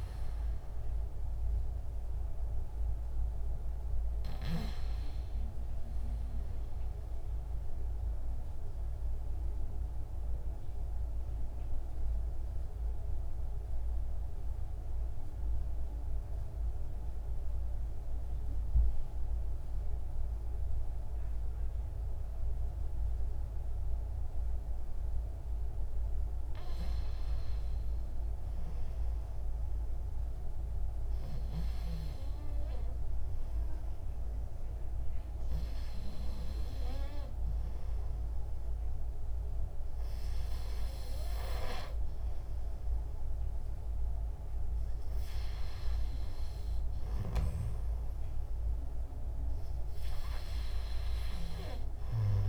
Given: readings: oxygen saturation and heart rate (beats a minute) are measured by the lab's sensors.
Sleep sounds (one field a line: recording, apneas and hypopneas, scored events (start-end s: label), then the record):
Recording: breathing in sleep by a room microphone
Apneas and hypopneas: 1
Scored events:
0.00-7.50 s: oxygen desaturation (device-marked, oxygen 90% lowest, heart rate 30 extreme)
7.50-25.00 s: mixed apnea (oxygen 96% before, 94% lowest)
18.50-52.49 s: new sleep stage, N2 (light sleep)
27.00-31.50 s: arousal
38.50-45.50 s: oxygen desaturation (device-marked, oxygen 99% before, 95% lowest, heart rate 62 before, 32 extreme)
From the record:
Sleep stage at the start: REM sleep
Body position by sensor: on the back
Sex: male